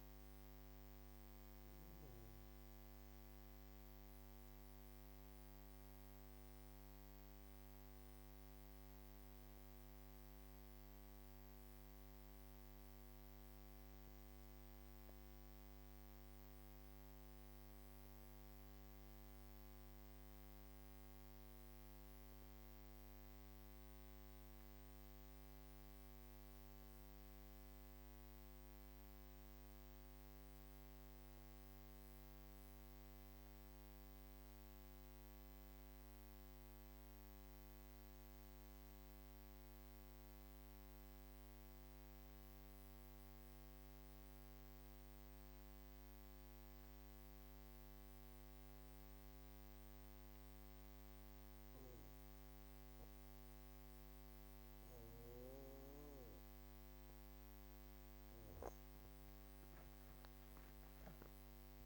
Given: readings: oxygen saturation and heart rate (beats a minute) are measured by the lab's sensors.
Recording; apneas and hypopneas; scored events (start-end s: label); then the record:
breathing in sleep, hard to hear, by a microphone on the trachea; 1
20.00-55.50 s: hypopnea (oxygen 97% before, 94% lowest, heart rate 116 before, 77 extreme, up 20 after)
51.00-61.86 s: new sleep stage, awake
From the record:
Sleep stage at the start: N1 (lightest sleep); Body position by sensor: on the back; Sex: female